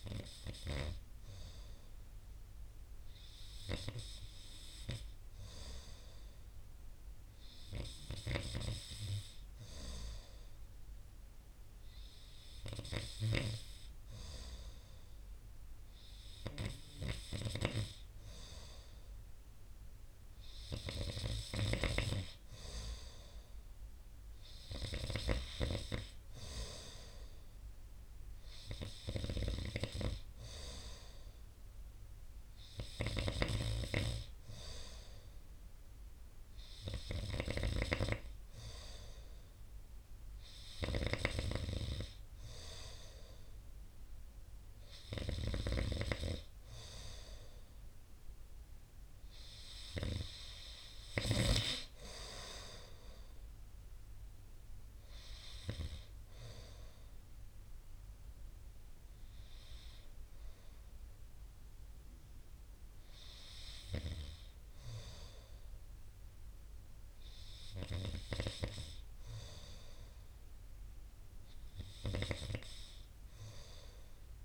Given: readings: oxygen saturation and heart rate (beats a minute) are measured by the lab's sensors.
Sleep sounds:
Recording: breathing in sleep by a room microphone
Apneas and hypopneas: none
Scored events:
none scored
From the record:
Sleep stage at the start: N2 (light sleep)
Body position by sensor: on the right side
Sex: male

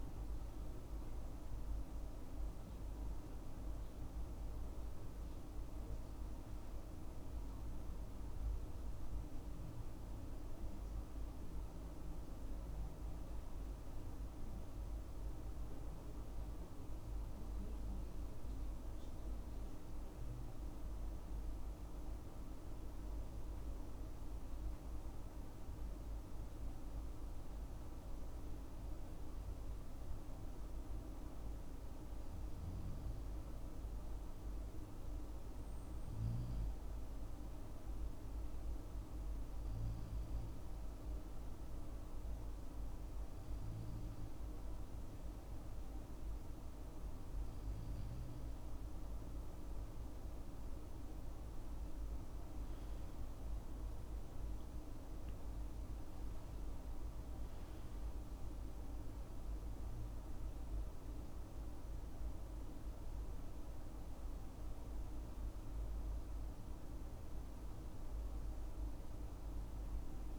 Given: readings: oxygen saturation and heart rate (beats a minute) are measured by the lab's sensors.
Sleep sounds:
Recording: breathing in sleep, hard to hear, by a room microphone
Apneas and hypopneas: 1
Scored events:
2.00-26.00 s: hypopnea (oxygen 98% before, 95% lowest, heart rate 69 before, 63 extreme, up 5 after)
28.00-31.00 s: arousal
From the record:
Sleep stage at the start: N2 (light sleep)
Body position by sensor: on the left side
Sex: male

